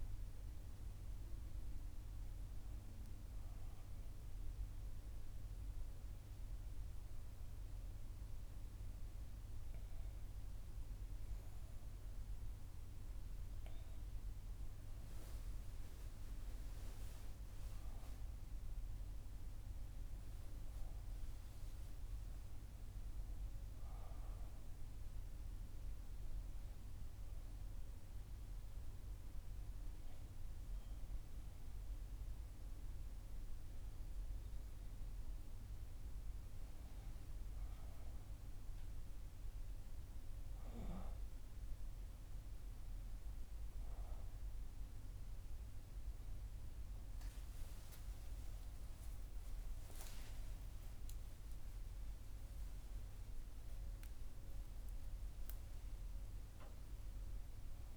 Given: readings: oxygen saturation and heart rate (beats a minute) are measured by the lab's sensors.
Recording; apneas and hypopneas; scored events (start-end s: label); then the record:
breathing in sleep, hard to hear, by a room microphone; 2
4.50-16.00 s: obstructive apnea (oxygen 98% before, 94% lowest, heart rate 66 before, 60 extreme, up 5 after)
18.00-21.00 s: arousal
27.00-37.50 s: obstructive apnea (oxygen 98% before, 94% lowest, heart rate 63 before, 60 extreme, up 7 after)
39.00-41.50 s: arousal
39.50-57.97 s: new sleep stage, N1 (lightest sleep)
From the record:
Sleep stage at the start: N2 (light sleep); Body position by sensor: on the back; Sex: female